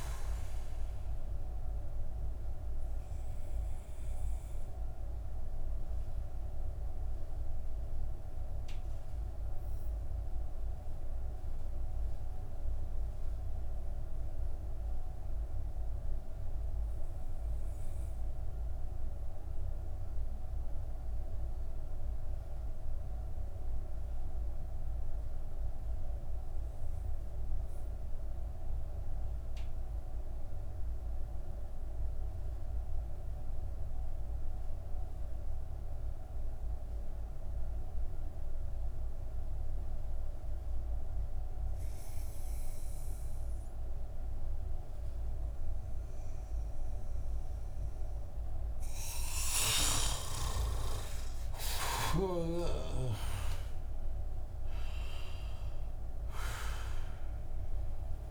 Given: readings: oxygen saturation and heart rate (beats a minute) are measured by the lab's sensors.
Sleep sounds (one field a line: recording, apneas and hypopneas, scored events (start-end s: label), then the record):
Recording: breathing in sleep by a room microphone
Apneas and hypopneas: 1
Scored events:
2.00-47.00 s: obstructive apnea (oxygen 98% before, 88% lowest)
9.50-25.50 s: oxygen desaturation (device-marked, oxygen 94% before, 88% lowest)
48.50-53.00 s: arousal
From the record:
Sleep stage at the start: N2 (light sleep)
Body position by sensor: on the back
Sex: male